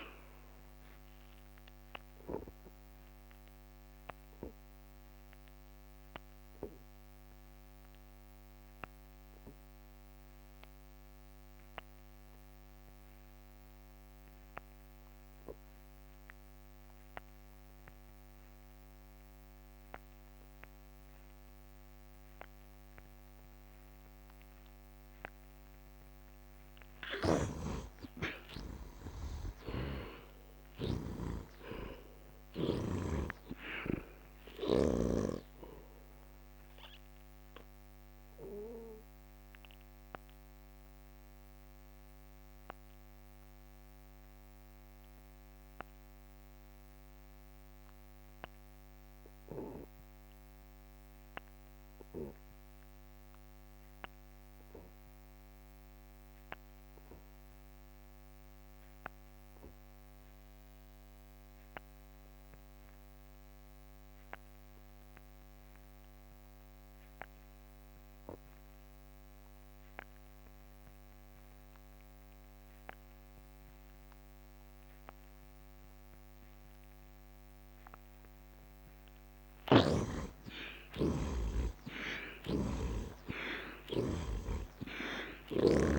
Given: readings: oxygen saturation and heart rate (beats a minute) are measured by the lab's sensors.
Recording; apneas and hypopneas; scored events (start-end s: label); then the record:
breathing in sleep by a microphone on the trachea; 2
0.00-17.00 s: oxygen desaturation (device-marked, oxygen 59% lowest, heart rate 73 extreme)
2.00-26.00 s: obstructive apnea (oxygen 97% before, 57% lowest, heart rate 76 before, 67 extreme, up 9 after)
26.00-44.00 s: oxygen desaturation (device-marked, oxygen 84% before, 57% lowest, heart rate 76 before, 66 extreme)
29.00-32.50 s: arousal
29.00-32.50 s: snoring (device-marked)
35.50-77.50 s: obstructive apnea (oxygen 84% before, 55% lowest, heart rate 77 before, 66 extreme, up 18 after)
55.00-85.99 s: oxygen desaturation (device-marked, oxygen 98% before, 55% lowest, heart rate 74 before, 69 extreme)
79.00-85.50 s: snoring (device-marked)
80.00-83.50 s: arousal
From the record:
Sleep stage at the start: N2 (light sleep); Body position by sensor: on the back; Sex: male